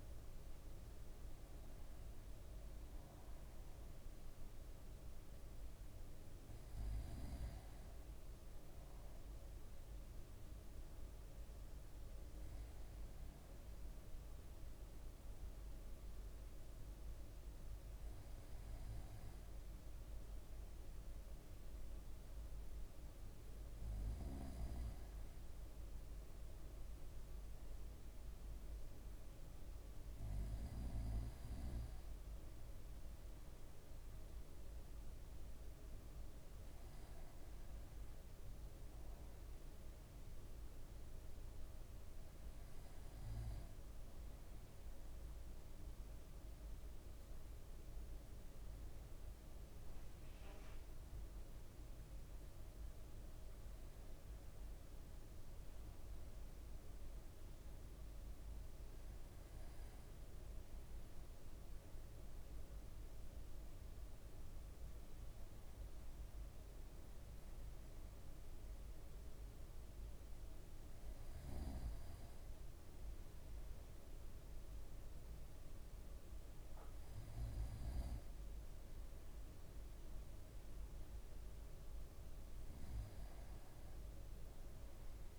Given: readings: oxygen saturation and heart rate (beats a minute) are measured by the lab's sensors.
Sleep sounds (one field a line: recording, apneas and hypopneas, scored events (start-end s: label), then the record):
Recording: breathing in sleep, hard to hear, by a room microphone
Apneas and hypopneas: none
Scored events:
none scored
From the record:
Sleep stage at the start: N2 (light sleep)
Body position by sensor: on the right side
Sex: male